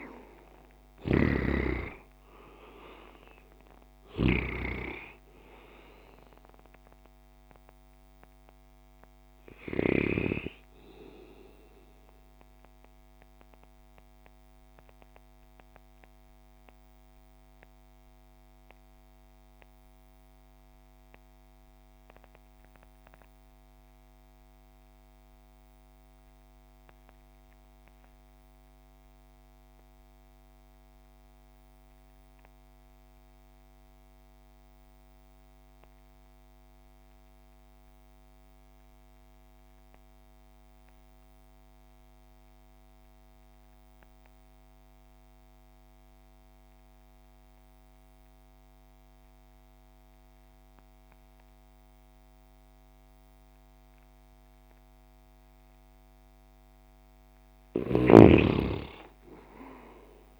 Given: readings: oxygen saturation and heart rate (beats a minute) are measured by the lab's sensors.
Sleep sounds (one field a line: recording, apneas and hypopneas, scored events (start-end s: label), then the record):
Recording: breathing in sleep by a microphone on the trachea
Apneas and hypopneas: 1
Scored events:
0.00-2.50 s: arousal
0.00-4.00 s: snoring (device-marked)
0.00-26.50 s: oxygen desaturation (device-marked, oxygen 73% lowest)
13.00-56.00 s: mixed apnea (oxygen 92% before, 71% lowest)
41.50-60.40 s: oxygen desaturation (device-marked, oxygen 97% before, 71% lowest)
57.50-60.40 s: snoring (device-marked)
58.50-60.40 s: arousal
From the record:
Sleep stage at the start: REM sleep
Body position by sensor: on the left side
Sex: male